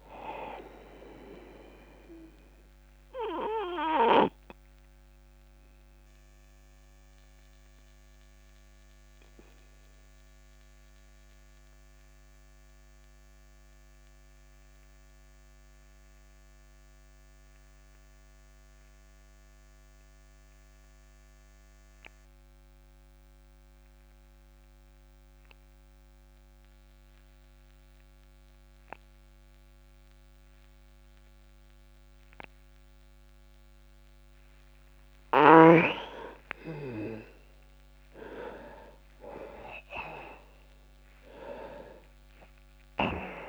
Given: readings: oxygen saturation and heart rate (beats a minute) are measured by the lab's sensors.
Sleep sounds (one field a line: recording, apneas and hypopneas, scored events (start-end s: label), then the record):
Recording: breathing in sleep by a microphone on the trachea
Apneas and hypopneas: 1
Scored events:
0.00-20.50 s: oxygen desaturation (device-marked, oxygen 82% lowest)
1.50-34.00 s: obstructive apnea (oxygen 99% before, 82% lowest)
37.00-42.00 s: arousal
38.50-43.49 s: oxygen desaturation (device-marked, oxygen 98% before, 87% lowest)
From the record:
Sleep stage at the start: N2 (light sleep)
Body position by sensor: on the back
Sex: male